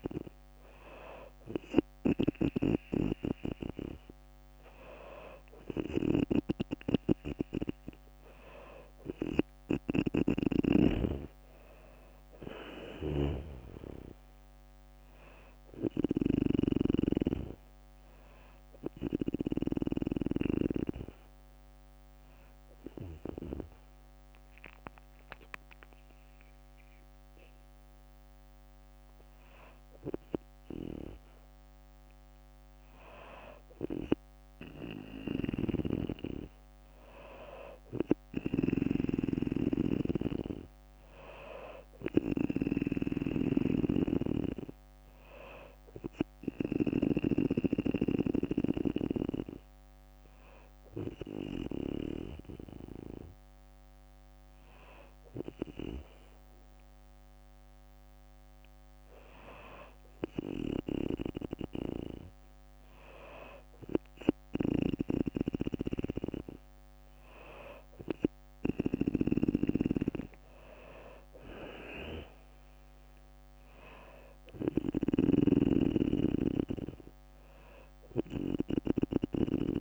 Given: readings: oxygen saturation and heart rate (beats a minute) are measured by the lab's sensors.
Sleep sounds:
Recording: breathing in sleep by a microphone on the trachea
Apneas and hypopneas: 1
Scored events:
0.00-2.00 s: snoring (device-marked)
6.00-31.00 s: drop in pulse transit time (device-marked, heart rate 62 before, 60 extreme)
10.00-20.00 s: snoring (device-marked)
17.50-20.00 s: arousal
21.50-32.50 s: hypopnea (oxygen 97% before, 94% lowest, heart rate 68 before, 58 extreme, up 0 after)
31.00-37.00 s: bradycardia (device-marked, heart rate 63 before, 58 extreme)
34.50-46.50 s: snoring (device-marked)
37.50-40.50 s: arousal
42.00-55.00 s: oxygen desaturation (device-marked, oxygen 97% before, 94% lowest, heart rate 61 before, 59 extreme)
49.00-51.00 s: bradycardia (device-marked, heart rate 63 before, 61 extreme)
64.00-78.50 s: snoring (device-marked)
68.50-71.00 s: arousal
69.00-71.00 s: long interval between heartbeats (device-marked, heart rate 60 before, 72 extreme)
70.00-79.81 s: drop in pulse transit time (device-marked, heart rate 61 before, 59 extreme)
From the record:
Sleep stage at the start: N2 (light sleep)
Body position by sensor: on the back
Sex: female

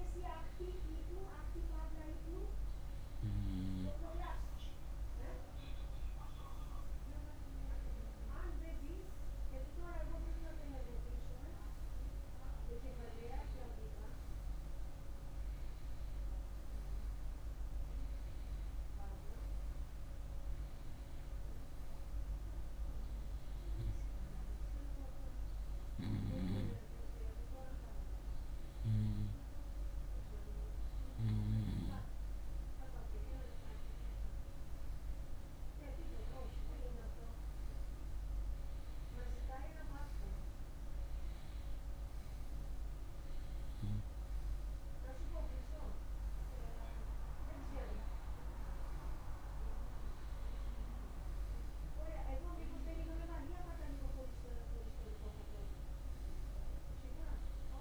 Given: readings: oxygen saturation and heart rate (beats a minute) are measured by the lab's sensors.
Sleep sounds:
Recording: breathing in sleep by a room microphone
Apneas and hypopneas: none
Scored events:
none scored
From the record:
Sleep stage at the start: N2 (light sleep)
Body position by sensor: on the right side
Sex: male

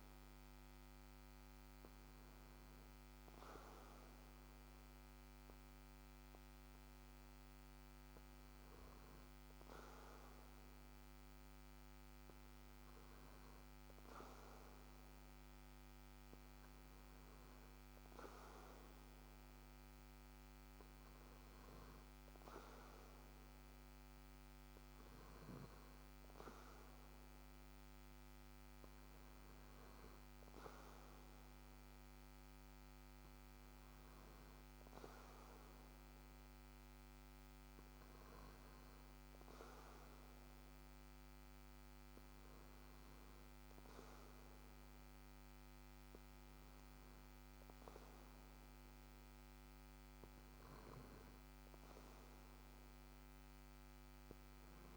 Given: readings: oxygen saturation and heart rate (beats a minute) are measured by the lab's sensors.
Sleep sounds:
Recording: breathing in sleep, hard to hear, by a microphone on the trachea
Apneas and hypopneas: none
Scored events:
none scored
From the record:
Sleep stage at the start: N2 (light sleep)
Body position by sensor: on the back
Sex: male

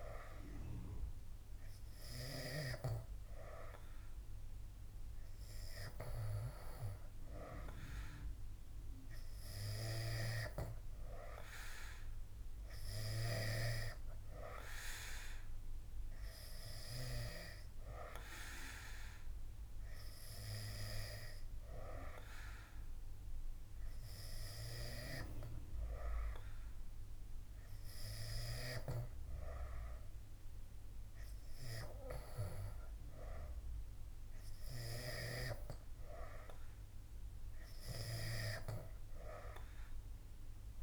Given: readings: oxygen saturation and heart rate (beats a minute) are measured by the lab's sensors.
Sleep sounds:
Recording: breathing in sleep by a room microphone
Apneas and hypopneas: none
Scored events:
none scored
From the record:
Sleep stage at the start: N3 (deep sleep)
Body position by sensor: on the back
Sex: male

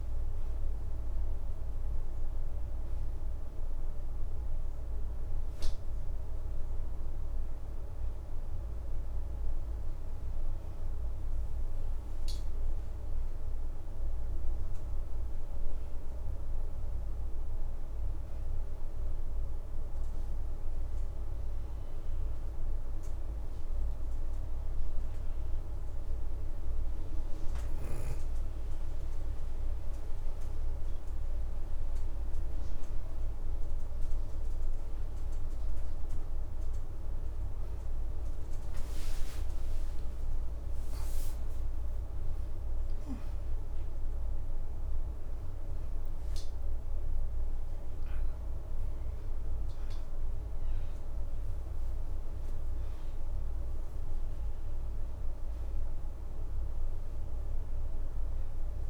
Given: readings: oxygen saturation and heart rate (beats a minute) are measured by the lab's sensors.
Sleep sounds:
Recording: breathing in sleep, hard to hear, by a room microphone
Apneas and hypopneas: 1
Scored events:
0.00-4.00 s: oxygen desaturation (device-marked, oxygen 89% lowest, heart rate 83 extreme)
10.00-12.50 s: leg movement (device-marked)
15.00-18.50 s: arousal
20.50-31.50 s: hypopnea (oxygen 94% before, 88% lowest, heart rate 86 before, 83 extreme, up 5 after)
35.00-48.00 s: oxygen desaturation (device-marked, oxygen 93% before, 89% lowest, heart rate 85 before, 82 extreme)
39.50-43.50 s: leg movement (device-marked)
48.00-53.00 s: arousal
51.00-54.50 s: leg movement (device-marked)
From the record:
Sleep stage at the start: N2 (light sleep)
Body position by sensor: on the back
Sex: female

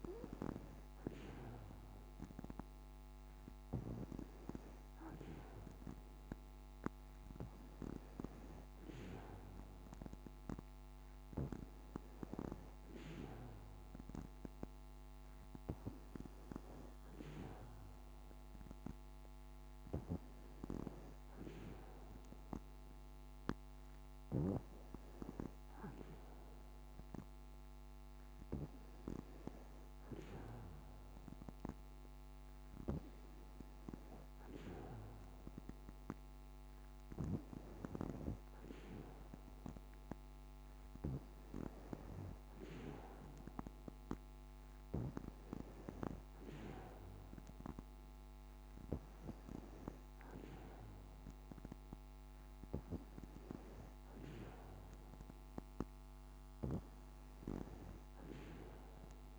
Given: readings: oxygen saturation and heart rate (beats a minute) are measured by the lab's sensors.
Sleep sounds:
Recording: breathing in sleep by a microphone on the trachea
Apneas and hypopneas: none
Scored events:
none scored
From the record:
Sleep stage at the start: N2 (light sleep)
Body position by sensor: on the back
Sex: female

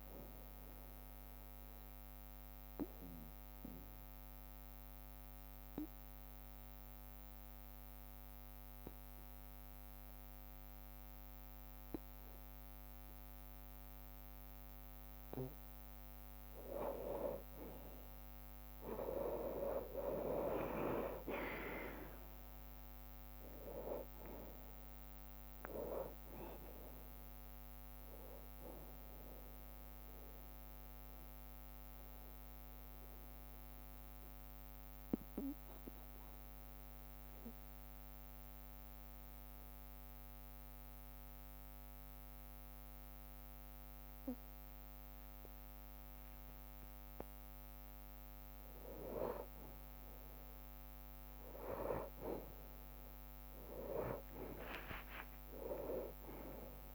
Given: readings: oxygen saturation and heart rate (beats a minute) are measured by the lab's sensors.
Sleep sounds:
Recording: breathing in sleep by a microphone on the trachea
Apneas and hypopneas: 2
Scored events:
0.00-1.00 s: drop in pulse transit time (device-marked, heart rate 68 before, 89 extreme)
0.00-1.00 s: long interval between heartbeats (device-marked, heart rate 89 extreme)
0.00-9.00 s: oxygen desaturation (device-marked, oxygen 92% lowest, heart rate 61 extreme)
0.00-20.00 s: tachycardia (device-marked, heart rate 66 before, 169 extreme)
2.00-15.50 s: obstructive apnea (oxygen 96% before, 92% lowest, heart rate 71 before, 52 extreme, up 49 after)
3.00-5.00 s: long interval between heartbeats (device-marked, heart rate 74 before, 101 extreme)
6.00-8.00 s: drop in pulse transit time (device-marked, heart rate 82 before, 148 extreme)
6.00-8.00 s: long interval between heartbeats (device-marked, heart rate 82 before, 148 extreme)
10.00-12.00 s: long interval between heartbeats (device-marked, heart rate 101 before, 135 extreme)
14.00-16.00 s: long interval between heartbeats (device-marked, heart rate 112 before, 128 extreme)
16.50-18.50 s: long interval between heartbeats (device-marked, heart rate 117 before, 155 extreme)
19.00-23.50 s: arousal
20.50-22.50 s: long interval between heartbeats (device-marked, heart rate 132 before, 136 extreme)
23.00-25.00 s: long interval between heartbeats (device-marked, heart rate 139 before, 77 extreme)
23.00-36.00 s: oxygen desaturation (device-marked, oxygen 96% before, 92% lowest, heart rate 139 before, 49 extreme)
23.00-37.00 s: drop in pulse transit time (device-marked, heart rate 139 before, 59 extreme)
30.00-47.50 s: mixed apnea (oxygen 96% before, 89% lowest, heart rate 116 before, 49 extreme, up 26 after)
33.00-51.00 s: bradycardia (device-marked, heart rate 70 before, 49 extreme)
53.50-56.95 s: arousal
54.50-56.50 s: long interval between heartbeats (device-marked, heart rate 55 before, 67 extreme)
From the record:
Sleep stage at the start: N2 (light sleep)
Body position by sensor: on the back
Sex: male

